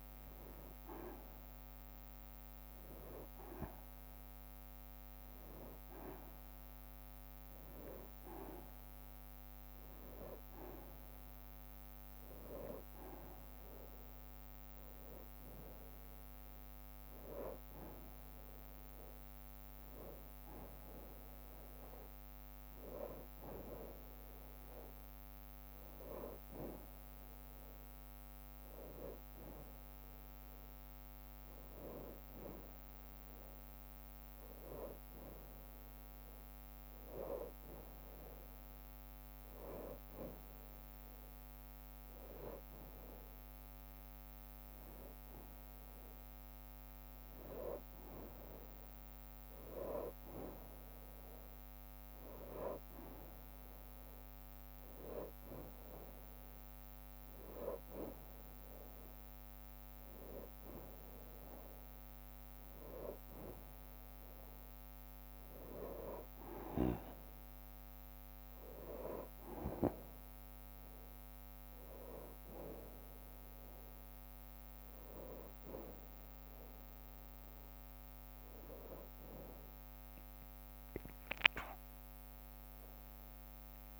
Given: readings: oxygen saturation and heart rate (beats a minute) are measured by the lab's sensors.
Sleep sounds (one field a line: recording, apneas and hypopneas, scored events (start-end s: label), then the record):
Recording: a person partly awake in a sleep study, by a microphone on the trachea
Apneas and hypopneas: none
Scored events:
1.00-8.00 s: bradycardia (device-marked, heart rate 71 before, 58 extreme)
9.00-21.00 s: bradycardia (device-marked, heart rate 71 before, 52 extreme)
12.00-72.00 s: new sleep stage, N1 (lightest sleep)
43.00-50.00 s: bradycardia (device-marked, heart rate 68 before, 56 extreme)
55.00-67.00 s: drop in pulse transit time (device-marked, heart rate 60 before, 64 extreme)
72.00-84.00 s: new sleep stage, N2 (light sleep)
From the record:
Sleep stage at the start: awake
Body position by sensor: on the back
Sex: male